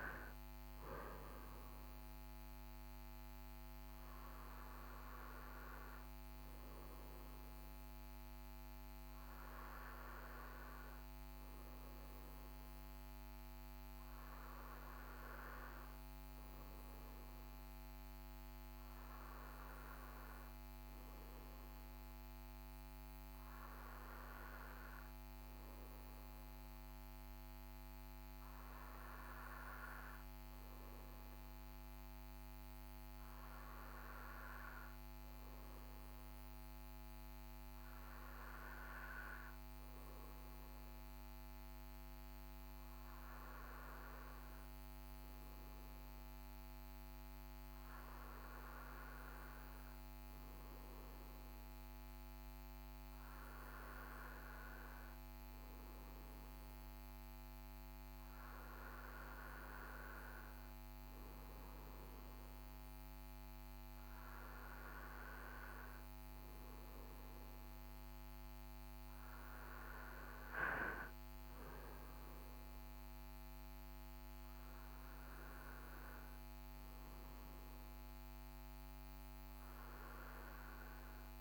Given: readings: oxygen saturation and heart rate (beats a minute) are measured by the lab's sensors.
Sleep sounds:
breathing in sleep by a microphone on the trachea; none
none scored
From the record:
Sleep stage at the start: N1 (lightest sleep); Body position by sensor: on the right side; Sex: male

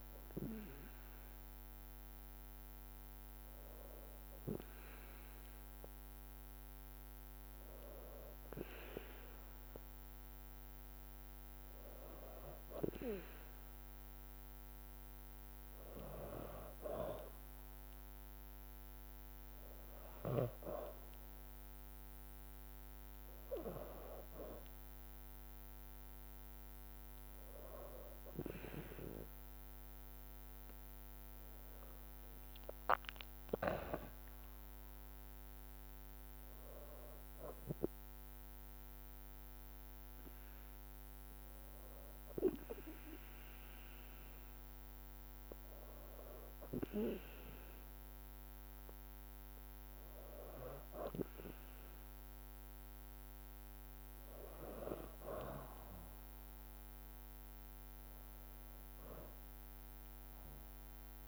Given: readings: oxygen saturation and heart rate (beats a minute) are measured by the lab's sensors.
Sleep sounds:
breathing in sleep by a microphone on the trachea; none
0.00-4.00 s: arousal
31.00-36.00 s: arousal
33.50-46.50 s: drop in pulse transit time (device-marked, heart rate 57 before, 56 extreme)
33.50-50.50 s: oxygen desaturation (device-marked, oxygen 96% before, 93% lowest, heart rate 57 before, 55 extreme)
From the record:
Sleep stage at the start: N2 (light sleep); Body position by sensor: on the back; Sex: female

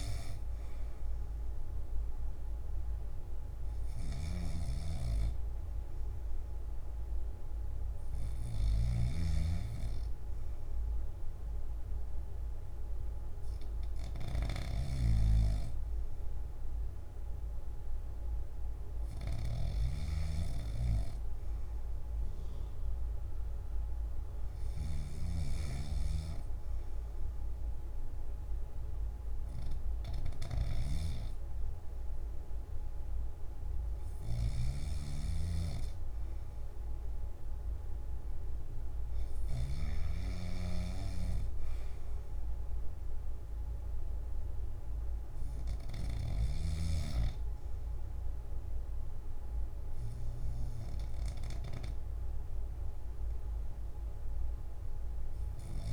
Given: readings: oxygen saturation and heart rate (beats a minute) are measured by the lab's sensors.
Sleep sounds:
breathing in sleep by a room microphone; none
0.00-15.00 s: snoring (device-marked)
0.00-22.50 s: oxygen desaturation (device-marked, oxygen 89% lowest, heart rate 61 extreme)
From the record:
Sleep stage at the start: N1 (lightest sleep); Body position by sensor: on the back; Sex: male

